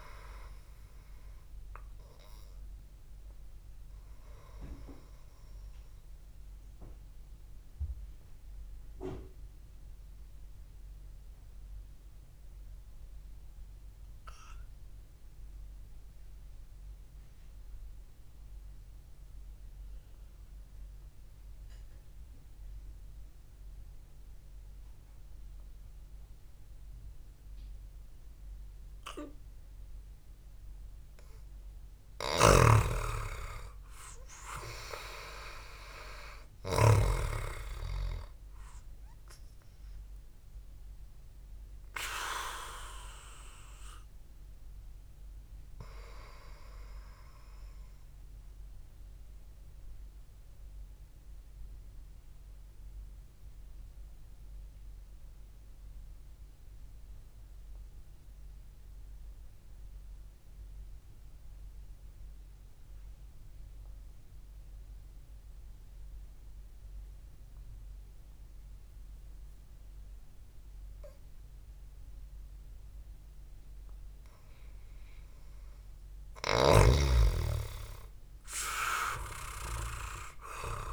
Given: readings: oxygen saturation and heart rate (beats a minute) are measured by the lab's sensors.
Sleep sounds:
breathing in sleep by a room microphone; 2
0.00-6.00 s: oxygen desaturation (device-marked, oxygen 94% lowest, heart rate 63 extreme)
5.50-31.50 s: mixed apnea (oxygen 98% before, 92% lowest, heart rate 67 before, 60 extreme, up 2 after)
28.00-50.00 s: oxygen desaturation (device-marked, oxygen 98% before, 93% lowest, heart rate 68 before, 60 extreme)
32.00-36.50 s: arousal
32.50-37.50 s: snoring (device-marked)
48.00-76.00 s: mixed apnea (oxygen 98% before, 92% lowest, heart rate 63 before, 58 extreme)
77.00-80.93 s: oxygen desaturation (device-marked, oxygen 98% before, 93% lowest, heart rate 65 before, 58 extreme)
77.50-80.93 s: arousal
From the record:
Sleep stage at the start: N2 (light sleep); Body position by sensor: on the back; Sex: male

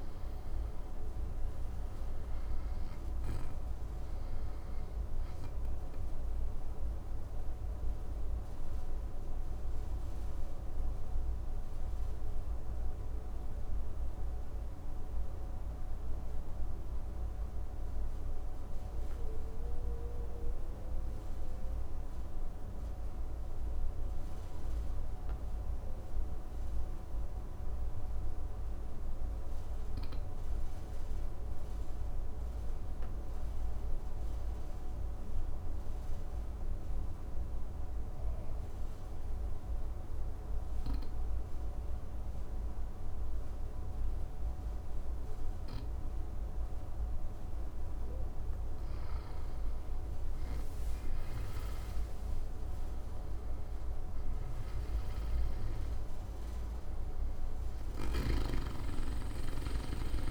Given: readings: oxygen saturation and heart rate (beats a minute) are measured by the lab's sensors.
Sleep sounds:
breathing in sleep, hard to hear, by a room microphone; 1
0.00-25.50 s: oxygen desaturation (device-marked, oxygen 89% lowest, heart rate 51 extreme)
6.50-47.00 s: obstructive apnea (oxygen 99% before, 89% lowest, heart rate 63 before, 51 extreme, up 10 after)
48.50-53.00 s: arousal
From the record:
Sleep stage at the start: N2 (light sleep); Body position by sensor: on the back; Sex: male

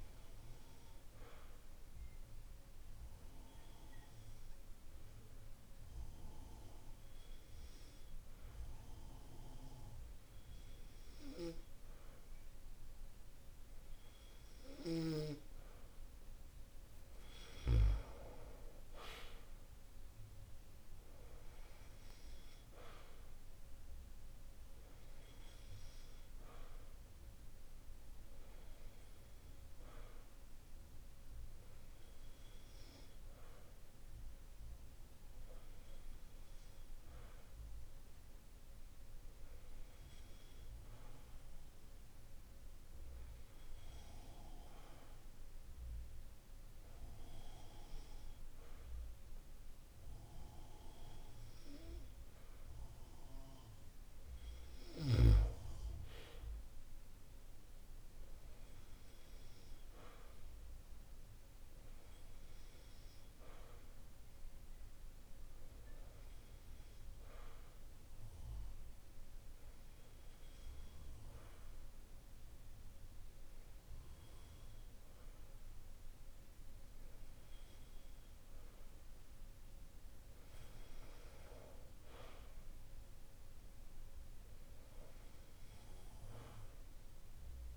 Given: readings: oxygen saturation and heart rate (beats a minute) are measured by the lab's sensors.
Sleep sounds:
breathing in sleep by a room microphone; none
none scored
From the record:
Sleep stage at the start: N2 (light sleep); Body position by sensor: on the back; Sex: male

